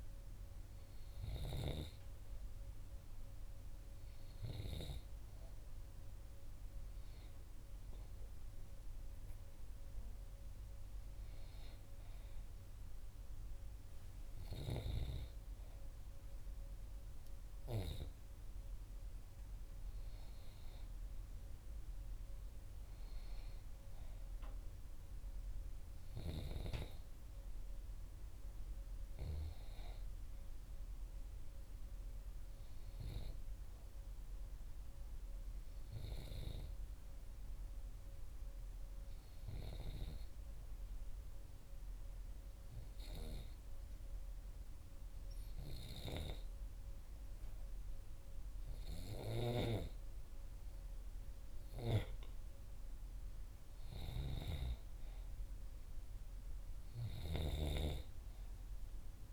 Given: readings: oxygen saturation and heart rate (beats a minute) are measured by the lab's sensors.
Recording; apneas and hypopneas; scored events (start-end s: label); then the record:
breathing in sleep by a room microphone; 1
3.00-18.00 s: oxygen desaturation (device-marked, oxygen 95% before, 90% lowest, heart rate 61 before, 59 extreme)
20.00-23.50 s: arousal
34.50-50.50 s: hypopnea (oxygen 93% before, 88% lowest, heart rate 62 before, 60 extreme, up 2 after)
52.00-55.50 s: arousal
57.00-59.33 s: oxygen desaturation (device-marked, oxygen 93% before, 90% lowest, heart rate 61 before, 59 extreme)
From the record:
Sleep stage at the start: N2 (light sleep); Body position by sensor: on the right side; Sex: female